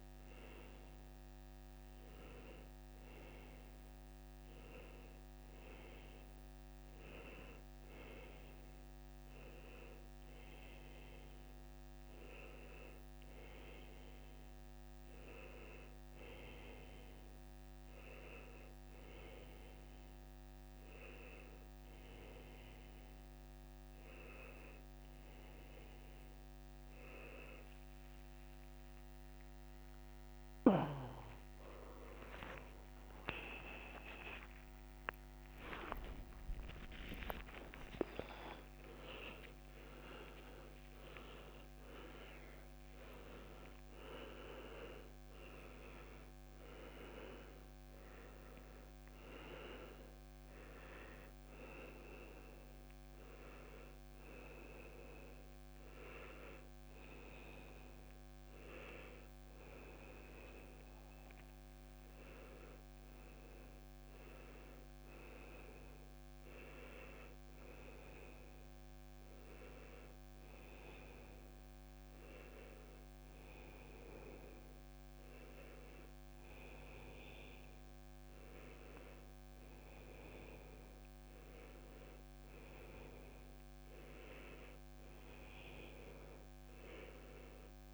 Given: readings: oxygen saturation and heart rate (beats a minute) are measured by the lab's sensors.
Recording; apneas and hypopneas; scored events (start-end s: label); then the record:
a person partly awake in a sleep study, by a microphone on the trachea; none
0.00-15.00 s: oxygen desaturation (device-marked, oxygen 90% lowest, heart rate 77 extreme)
21.00-51.00 s: new sleep stage, awake
51.00-87.94 s: new sleep stage, N1 (lightest sleep)
From the record:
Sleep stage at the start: N1 (lightest sleep); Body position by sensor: on the back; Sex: male